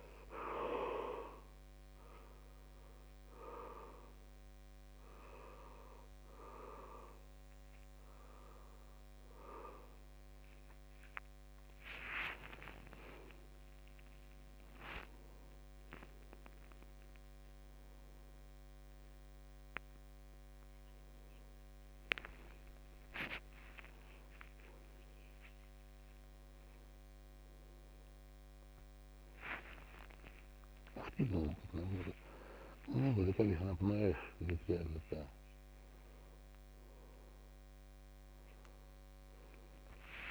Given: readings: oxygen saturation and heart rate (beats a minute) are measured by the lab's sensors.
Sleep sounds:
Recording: a person awake in a sleep study, by a microphone on the trachea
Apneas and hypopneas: none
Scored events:
0.00-34.00 s: oxygen desaturation (device-marked, oxygen 78% lowest, heart rate 70 extreme)
3.00-40.31 s: new sleep stage, awake
30.50-32.50 s: long interval between heartbeats (device-marked, heart rate 74 before, 102 extreme)
31.00-34.50 s: snoring (device-marked)
32.50-34.50 s: long interval between heartbeats (device-marked, heart rate 77 before, 117 extreme)
From the record:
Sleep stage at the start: N2 (light sleep)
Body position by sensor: on the back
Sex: male

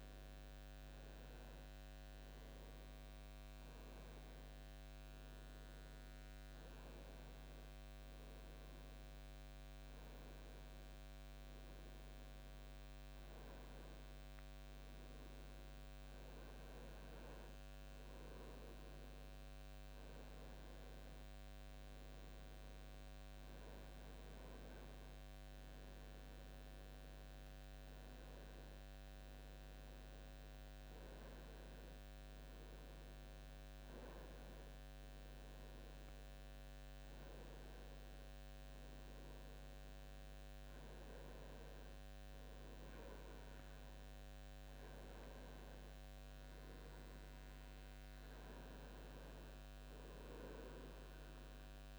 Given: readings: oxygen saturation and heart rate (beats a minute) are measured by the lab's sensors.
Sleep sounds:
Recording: breathing in sleep, hard to hear, by a microphone on the trachea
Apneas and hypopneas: none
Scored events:
none scored
From the record:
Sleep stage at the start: N2 (light sleep)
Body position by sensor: on the right side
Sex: male

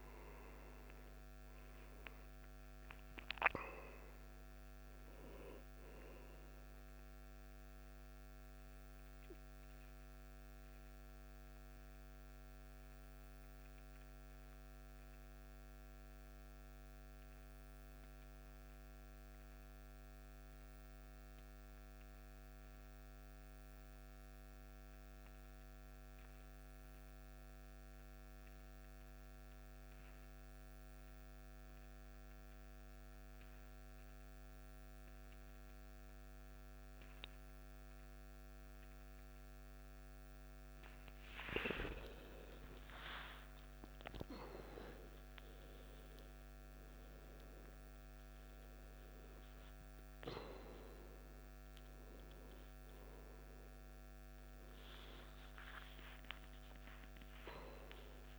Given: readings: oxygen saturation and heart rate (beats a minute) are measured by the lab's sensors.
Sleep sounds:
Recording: breathing in sleep by a microphone on the trachea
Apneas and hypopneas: 1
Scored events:
0.00-15.00 s: oxygen desaturation (device-marked, oxygen 90% lowest, heart rate 55 extreme)
20.00-41.00 s: obstructive apnea (oxygen 97% before, 87% lowest, heart rate 65 before, 56 extreme, up 13 after)
33.00-58.39 s: oxygen desaturation (device-marked, oxygen 97% before, 87% lowest, heart rate 56 before, 56 extreme)
42.00-46.00 s: arousal
From the record:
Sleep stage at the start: N2 (light sleep)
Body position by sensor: on the back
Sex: male

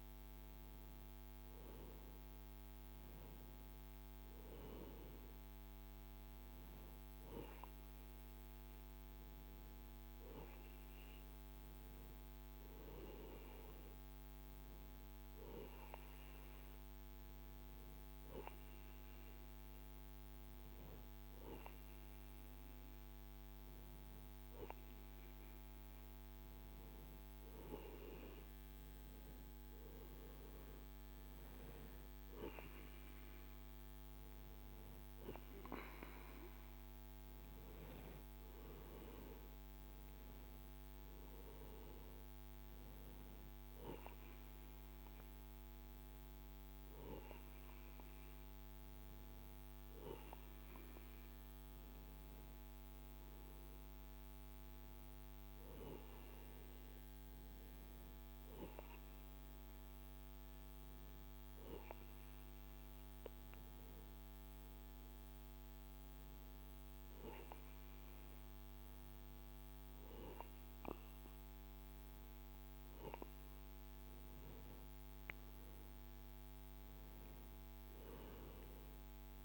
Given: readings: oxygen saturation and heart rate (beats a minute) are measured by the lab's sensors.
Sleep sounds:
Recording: breathing in sleep by a microphone on the trachea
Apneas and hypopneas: none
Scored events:
none scored
From the record:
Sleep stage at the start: N2 (light sleep)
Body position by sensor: on the right side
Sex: male

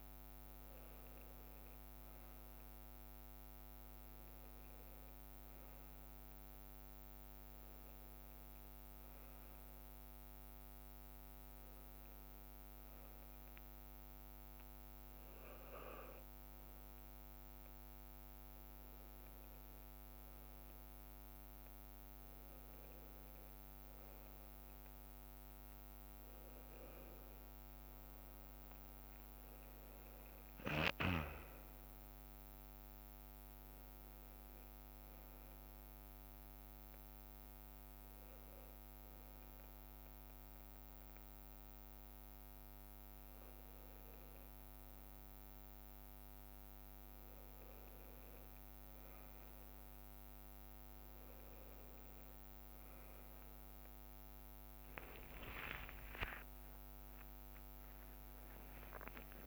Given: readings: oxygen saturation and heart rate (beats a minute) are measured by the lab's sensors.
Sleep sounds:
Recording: a person partly awake in a sleep study, hard to hear, by a microphone on the trachea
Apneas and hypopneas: 1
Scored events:
0.00-1.00 s: bradycardia (device-marked, heart rate 57 extreme)
5.00-15.00 s: drop in pulse transit time (device-marked, heart rate 60 before, 59 extreme)
5.50-14.50 s: leg movement (device-marked)
11.00-18.00 s: bradycardia (device-marked, heart rate 62 before, 58 extreme)
19.00-24.00 s: arousal
25.50-27.00 s: leg movement (device-marked)
26.50-28.50 s: long interval between heartbeats (device-marked, heart rate 60 before, 70 extreme)
35.00-39.50 s: leg movement (device-marked)
35.00-45.00 s: hypopnea (oxygen 96% before, 94% lowest, heart rate 63 before, 59 extreme, up 2 after)
38.00-43.00 s: bradycardia (device-marked, heart rate 62 before, 59 extreme)
40.50-46.00 s: leg movement (device-marked)
42.00-59.47 s: new sleep stage, awake
49.50-54.00 s: leg movement (device-marked)
55.00-56.00 s: leg movement (device-marked)
56.00-59.47 s: leg movement (device-marked)
From the record:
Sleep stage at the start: N1 (lightest sleep)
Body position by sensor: on the back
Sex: male

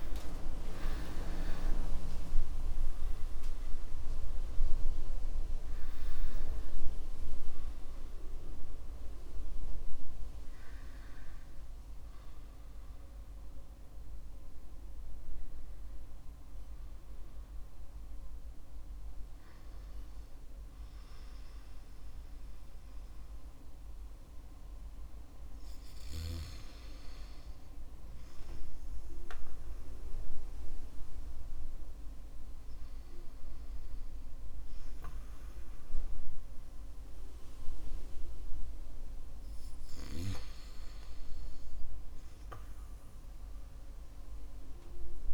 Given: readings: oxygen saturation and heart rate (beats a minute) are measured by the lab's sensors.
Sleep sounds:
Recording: breathing in sleep by a room microphone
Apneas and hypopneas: none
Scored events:
0.00-2.00 s: arousal
0.00-26.00 s: oxygen desaturation (device-marked, oxygen 66% lowest, heart rate 53 extreme)
From the record:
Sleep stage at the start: REM sleep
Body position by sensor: on the back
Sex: male

